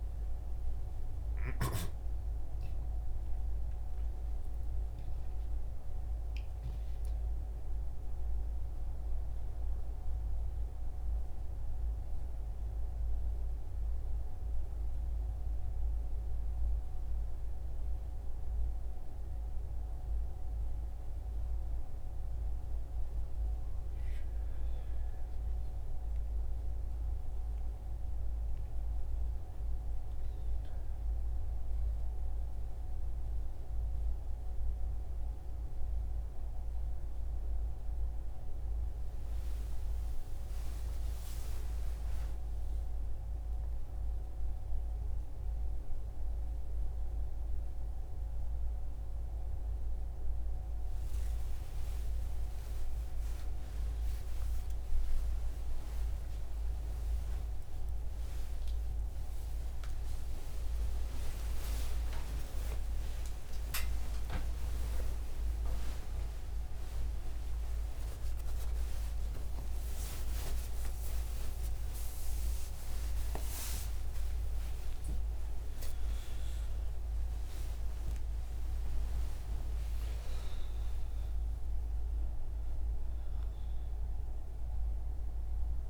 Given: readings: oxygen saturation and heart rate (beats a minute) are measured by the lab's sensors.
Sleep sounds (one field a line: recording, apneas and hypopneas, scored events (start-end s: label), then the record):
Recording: a person awake in a sleep study, by a room microphone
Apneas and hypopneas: none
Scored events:
83.00-85.90 s: oxygen desaturation (device-marked, oxygen 98% before, 93% lowest)
From the record:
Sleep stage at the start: awake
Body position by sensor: on the right side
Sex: male